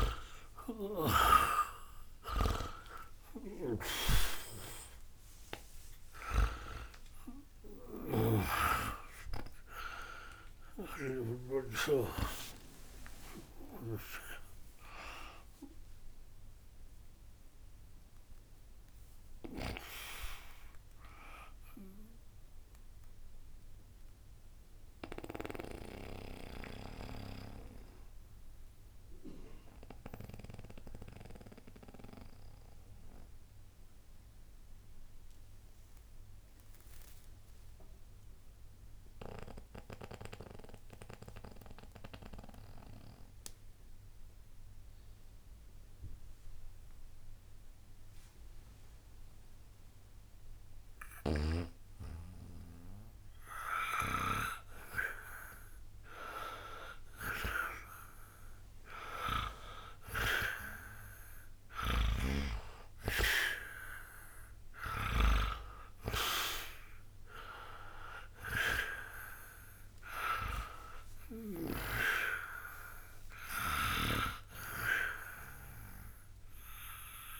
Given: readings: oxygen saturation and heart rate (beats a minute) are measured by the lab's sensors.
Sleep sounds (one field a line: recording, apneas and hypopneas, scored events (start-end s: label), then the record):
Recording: breathing in sleep by a room microphone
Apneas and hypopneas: 1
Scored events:
0.00-36.50 s: oxygen desaturation (device-marked, oxygen 82% lowest, heart rate 61 extreme)
7.50-11.00 s: snoring (device-marked)
13.00-17.00 s: arousal
22.50-51.00 s: mixed apnea (oxygen 95% before, 82% lowest, heart rate 141 before, 61 extreme, up 0 after)
53.00-57.50 s: arousal
55.50-77.40 s: oxygen desaturation (device-marked, oxygen 99% before, 87% lowest, heart rate 64 before, 60 extreme)
71.00-74.50 s: arousal
From the record:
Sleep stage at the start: N2 (light sleep)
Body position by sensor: on the back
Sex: male